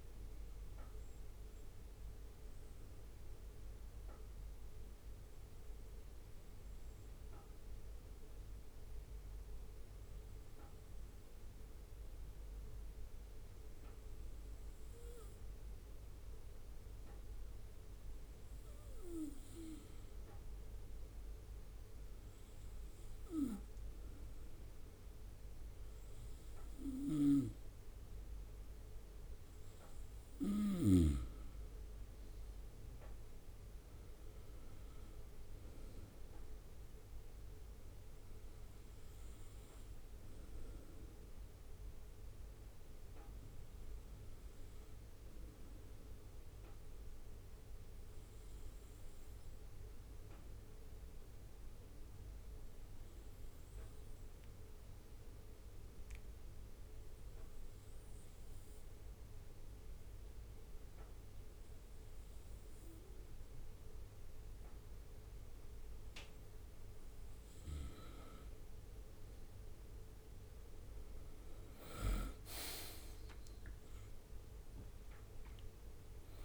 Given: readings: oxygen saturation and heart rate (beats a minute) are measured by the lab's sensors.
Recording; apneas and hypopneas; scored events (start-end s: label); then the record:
breathing in sleep by a room microphone; 2
1.50-17.50 s: obstructive apnea (oxygen 97% before, 95% lowest, heart rate 62 before, 62 extreme, up 1 after)
20.50-25.00 s: arousal
26.50-30.50 s: snoring (device-marked)
44.50-66.00 s: obstructive apnea (oxygen 96% before, 95% lowest, heart rate 64 before, 61 extreme, up 2 after)
71.00-75.50 s: arousal
From the record:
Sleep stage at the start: N2 (light sleep); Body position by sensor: on the right side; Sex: male